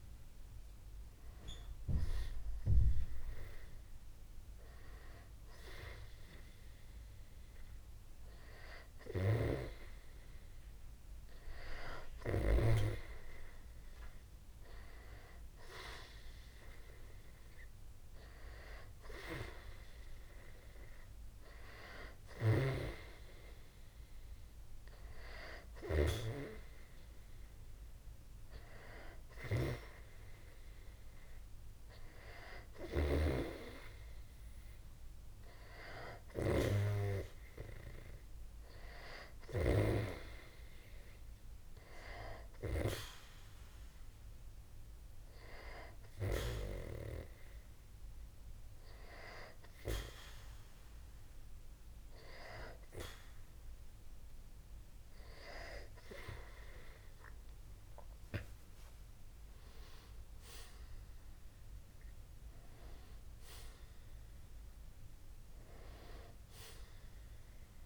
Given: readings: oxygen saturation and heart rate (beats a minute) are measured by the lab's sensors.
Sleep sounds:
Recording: breathing in sleep by a room microphone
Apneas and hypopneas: 1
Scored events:
48.00-59.00 s: hypopnea (oxygen 94% before, 93% lowest, heart rate 65 before, 60 extreme, up 5 after)
60.50-64.50 s: arousal
From the record:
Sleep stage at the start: N2 (light sleep)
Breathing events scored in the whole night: 174 in 4.2 hours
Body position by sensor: on the back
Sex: male

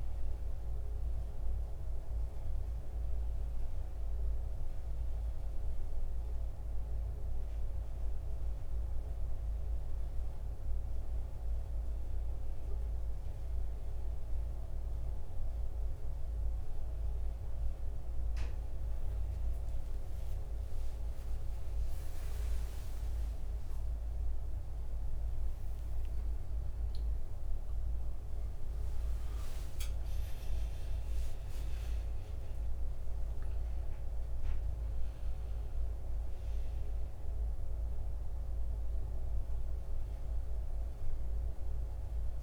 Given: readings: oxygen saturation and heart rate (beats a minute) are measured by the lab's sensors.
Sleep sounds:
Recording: a person partly awake in a sleep study, hard to hear, by a room microphone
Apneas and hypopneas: none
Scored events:
24.50-42.43 s: new sleep stage, awake
From the record:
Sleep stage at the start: N2 (light sleep)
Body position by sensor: on the back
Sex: male

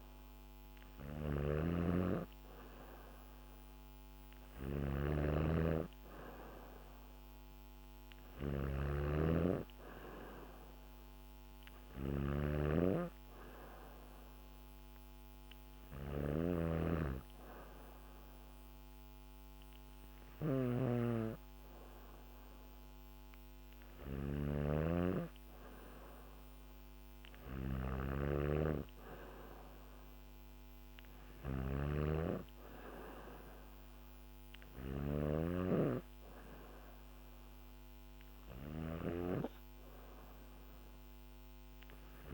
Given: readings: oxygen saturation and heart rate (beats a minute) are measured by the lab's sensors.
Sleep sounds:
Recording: breathing in sleep by a microphone on the trachea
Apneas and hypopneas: none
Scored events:
0.00-42.34 s: snoring (device-marked)
From the record:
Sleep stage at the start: N3 (deep sleep)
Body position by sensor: on the back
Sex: female

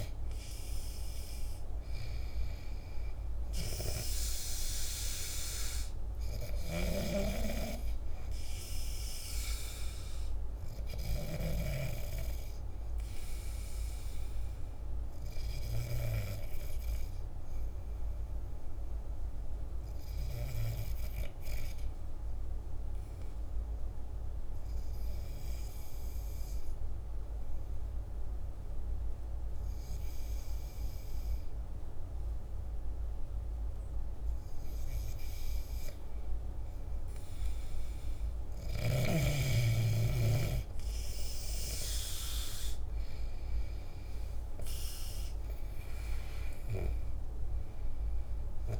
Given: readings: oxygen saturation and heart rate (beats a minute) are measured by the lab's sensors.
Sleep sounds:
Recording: breathing in sleep by a room microphone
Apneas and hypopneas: 1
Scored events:
22.50-36.50 s: hypopnea (oxygen 96% before, 93% lowest, heart rate 53 before, 49 extreme, up 8 after)
44.50-48.50 s: arousal
From the record:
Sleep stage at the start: N2 (light sleep)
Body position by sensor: on the back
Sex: male

